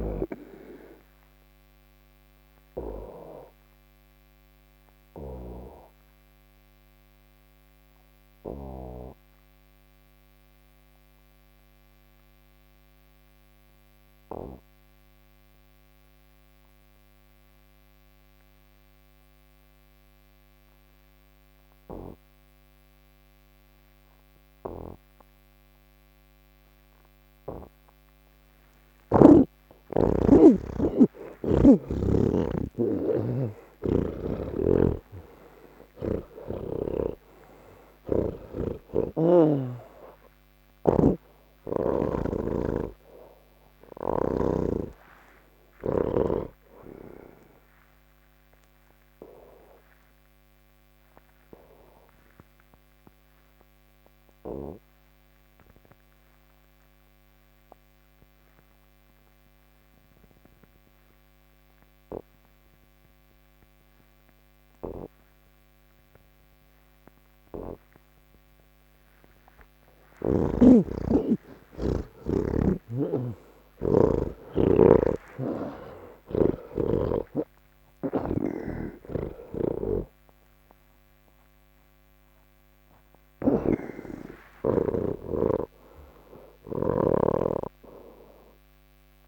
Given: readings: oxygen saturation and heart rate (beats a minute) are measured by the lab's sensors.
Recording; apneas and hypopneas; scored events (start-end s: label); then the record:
breathing in sleep by a microphone on the trachea; none
0.00-5.00 s: oxygen desaturation (device-marked, oxygen 84% lowest, heart rate 68 extreme)
36.00-74.00 s: oxygen desaturation (device-marked, oxygen 91% before, 75% lowest)
38.50-42.00 s: snoring (device-marked)
74.50-87.00 s: snoring (device-marked)
From the record:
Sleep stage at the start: N1 (lightest sleep); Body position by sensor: on the back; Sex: male